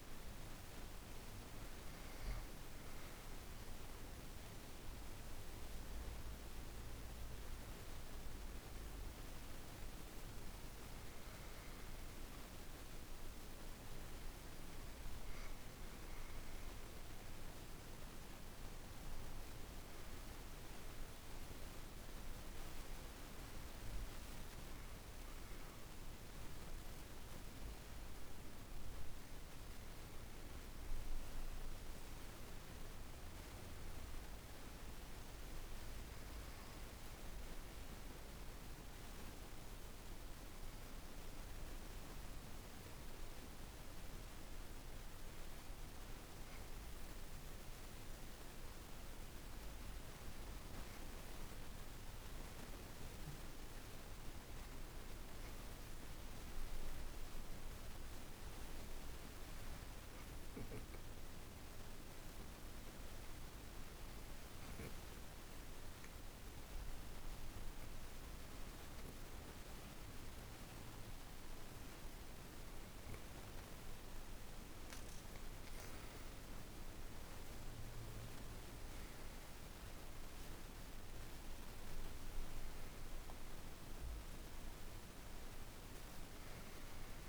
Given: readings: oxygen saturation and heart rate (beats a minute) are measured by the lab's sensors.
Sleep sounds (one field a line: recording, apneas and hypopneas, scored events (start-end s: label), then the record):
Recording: breathing in sleep, hard to hear, by a room microphone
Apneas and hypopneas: 2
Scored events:
0.00-2.50 s: arousal
0.00-24.00 s: oxygen desaturation (device-marked, oxygen 88% lowest, heart rate 50 extreme)
15.00-25.50 s: obstructive apnea (oxygen 98% before, 89% lowest, heart rate 53 before, 50 extreme, up 4 after)
28.50-33.00 s: arousal
39.50-66.00 s: hypopnea (oxygen 98% before, 91% lowest, heart rate 53 before, 50 extreme, up 1 after)
58.00-82.00 s: oxygen desaturation (device-marked, oxygen 95% before, 92% lowest, heart rate 52 before, 50 extreme)
69.50-74.50 s: arousal
From the record:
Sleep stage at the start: N2 (light sleep)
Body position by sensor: on the back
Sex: female